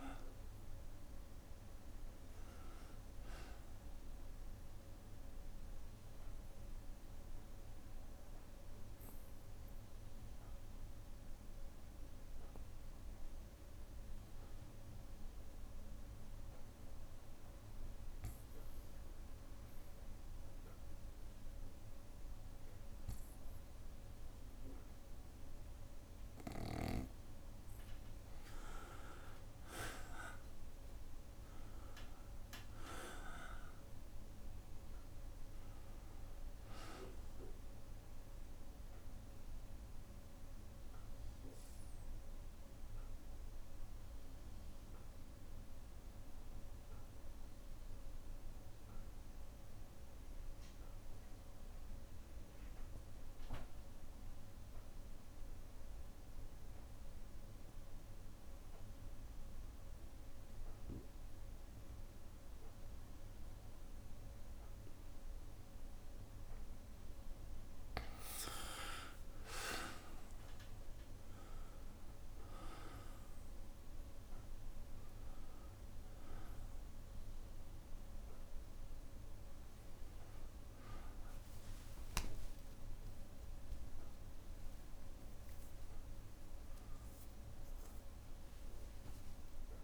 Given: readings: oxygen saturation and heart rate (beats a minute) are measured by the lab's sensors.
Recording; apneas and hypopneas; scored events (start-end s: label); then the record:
breathing in sleep by a room microphone; 2
0.00-15.50 s: oxygen desaturation (device-marked, oxygen 88% lowest, heart rate 60 extreme)
3.00-25.50 s: obstructive apnea (oxygen 98% before, 88% lowest, heart rate 65 before, 59 extreme, up 6 after)
27.50-31.50 s: arousal
29.50-48.50 s: oxygen desaturation (device-marked, oxygen 99% before, 93% lowest, heart rate 61 before, 59 extreme)
40.00-66.50 s: obstructive apnea (oxygen 99% before, 91% lowest, heart rate 63 before, 59 extreme, up 3 after)
42.50-48.50 s: bradycardia (device-marked, heart rate 63 before, 59 extreme)
65.50-89.84 s: oxygen desaturation (device-marked, oxygen 99% before, 91% lowest, heart rate 61 before, 61 extreme)
68.50-72.50 s: arousal
76.50-89.84 s: new sleep stage, awake
83.50-85.50 s: long interval between heartbeats (device-marked, heart rate 65 before, 87 extreme)
From the record:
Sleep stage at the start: N2 (light sleep); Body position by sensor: on the back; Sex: male